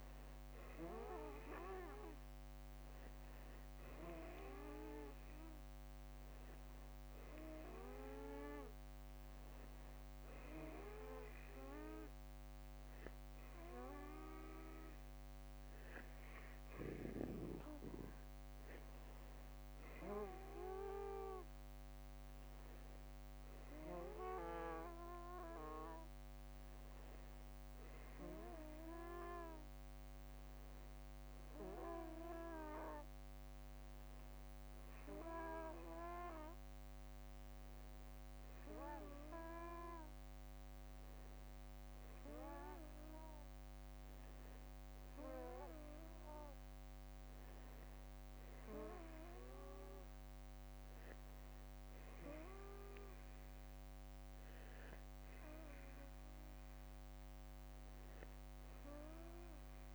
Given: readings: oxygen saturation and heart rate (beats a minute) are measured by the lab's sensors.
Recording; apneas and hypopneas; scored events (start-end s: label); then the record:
breathing in sleep by a microphone on the trachea; none
0.00-19.00 s: oxygen desaturation (device-marked, oxygen 91% lowest, heart rate 47 extreme)
6.50-8.50 s: long interval between heartbeats (device-marked, heart rate 62 before, 59 extreme)
12.50-14.50 s: long interval between heartbeats (device-marked, heart rate 60 before, 67 extreme)
From the record:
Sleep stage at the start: N2 (light sleep); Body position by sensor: on the back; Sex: male